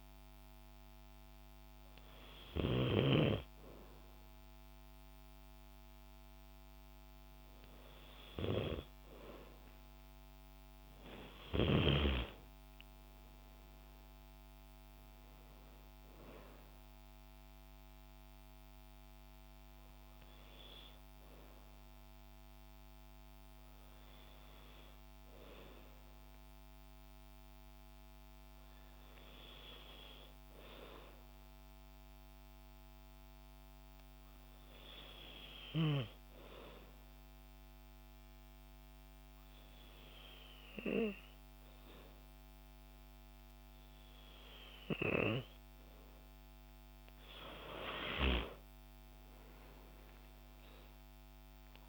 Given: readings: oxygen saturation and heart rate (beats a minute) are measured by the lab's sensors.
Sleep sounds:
breathing in sleep by a microphone on the trachea; 1
23.50-28.00 s: arousal
32.00-44.00 s: hypopnea (oxygen 95% before, 93% lowest, heart rate 83 before, 54 extreme, up 29 after)
46.00-50.00 s: arousal
From the record:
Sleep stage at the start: N2 (light sleep); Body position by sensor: on the back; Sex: female

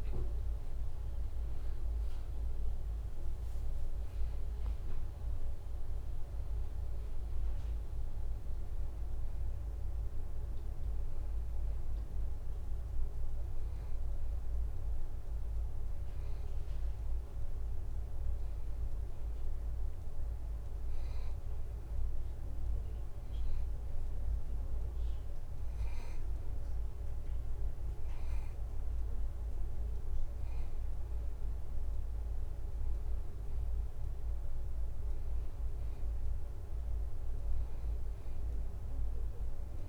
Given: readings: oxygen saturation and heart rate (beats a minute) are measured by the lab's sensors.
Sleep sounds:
breathing in sleep, hard to hear, by a room microphone; none
0.50-2.50 s: long interval between heartbeats (device-marked, heart rate 83 before, 84 extreme)
0.50-4.50 s: arousal
11.50-13.50 s: long interval between heartbeats (device-marked, heart rate 82 before, 85 extreme)
From the record:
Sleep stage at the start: N2 (light sleep); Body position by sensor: on the back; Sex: male

